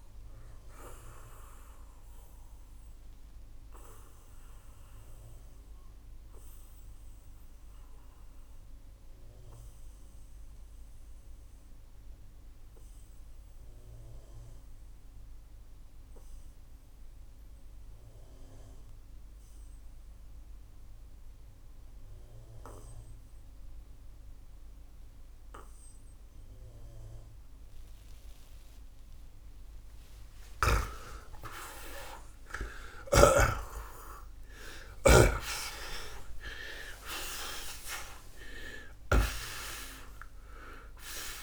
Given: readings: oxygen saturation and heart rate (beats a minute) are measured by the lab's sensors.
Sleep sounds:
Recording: breathing in sleep by a room microphone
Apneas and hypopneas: 1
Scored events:
0.50-28.50 s: obstructive apnea (oxygen 93% before, 80% lowest, heart rate 122 before, 60 extreme)
0.50-29.50 s: oxygen desaturation (device-marked, oxygen 93% before, 80% lowest, heart rate 122 before, 60 extreme)
31.50-36.00 s: arousal
32.50-39.00 s: snoring (device-marked)
From the record:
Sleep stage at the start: N2 (light sleep)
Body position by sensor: on the back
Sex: male

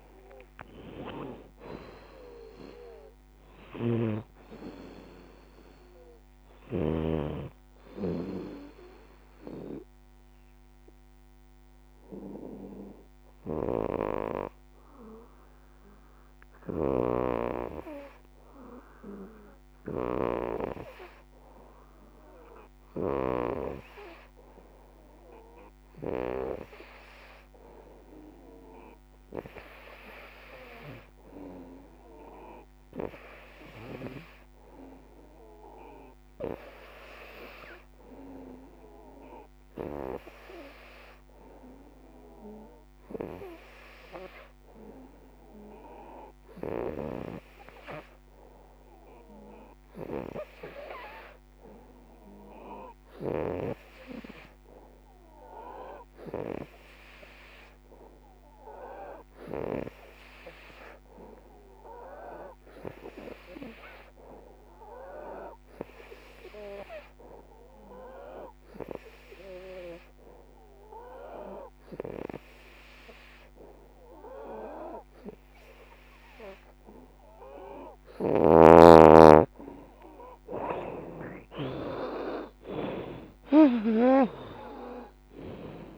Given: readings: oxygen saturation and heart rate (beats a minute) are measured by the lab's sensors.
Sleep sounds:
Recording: breathing in sleep by a microphone on the trachea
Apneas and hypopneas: 1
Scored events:
0.00-1.00 s: arousal
0.00-1.50 s: leg movement (device-marked)
0.00-6.50 s: snoring (device-marked)
0.00-14.00 s: oxygen desaturation (device-marked, oxygen 88% lowest, heart rate 67 extreme)
1.00-3.00 s: long interval between heartbeats (device-marked, heart rate 69 before, 73 extreme)
1.00-11.00 s: drop in pulse transit time (device-marked, heart rate 69 before, 68 extreme)
10.00-77.50 s: obstructive apnea (oxygen 95% before, 82% lowest, heart rate 73 before, 70 extreme, up 15 after)
13.00-15.00 s: leg movement (device-marked)
22.00-32.00 s: oxygen desaturation (device-marked, oxygen 92% before, 87% lowest, heart rate 72 before, 74 extreme)
55.00-56.50 s: leg movement (device-marked)
58.50-60.00 s: leg movement (device-marked)
79.00-83.50 s: arousal
79.50-85.50 s: leg movement (device-marked)
81.00-85.98 s: oxygen desaturation (device-marked, oxygen 85% before, 82% lowest, heart rate 79 before, 77 extreme)
From the record:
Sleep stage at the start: N2 (light sleep)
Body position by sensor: on the right side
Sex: female

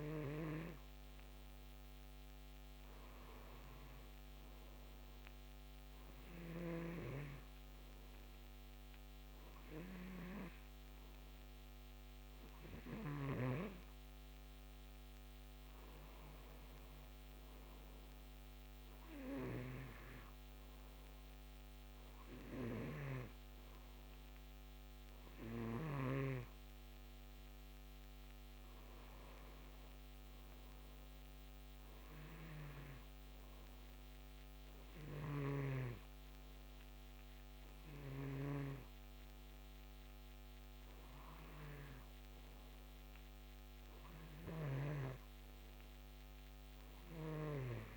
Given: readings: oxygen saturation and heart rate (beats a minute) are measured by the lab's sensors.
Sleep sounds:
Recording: breathing in sleep by a microphone on the trachea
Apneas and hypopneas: none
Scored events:
none scored
From the record:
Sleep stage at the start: N2 (light sleep)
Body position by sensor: on the back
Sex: male

